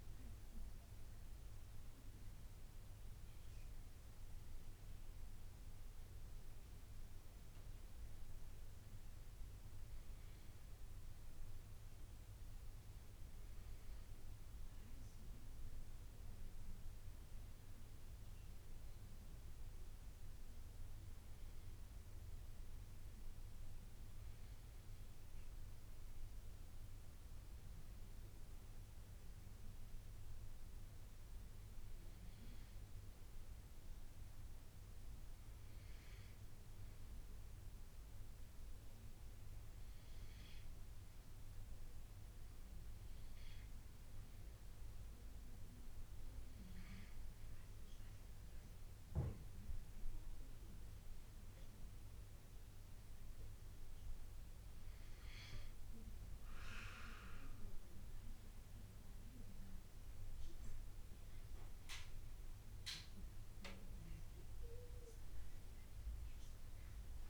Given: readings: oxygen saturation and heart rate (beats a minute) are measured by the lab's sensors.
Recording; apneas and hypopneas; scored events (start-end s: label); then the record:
breathing in sleep, hard to hear, by a room microphone; none
0.00-5.00 s: oxygen desaturation (device-marked, oxygen 92% lowest, heart rate 81 extreme)
57.50-60.50 s: arousal
From the record:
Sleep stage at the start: N2 (light sleep); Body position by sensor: on the right side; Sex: male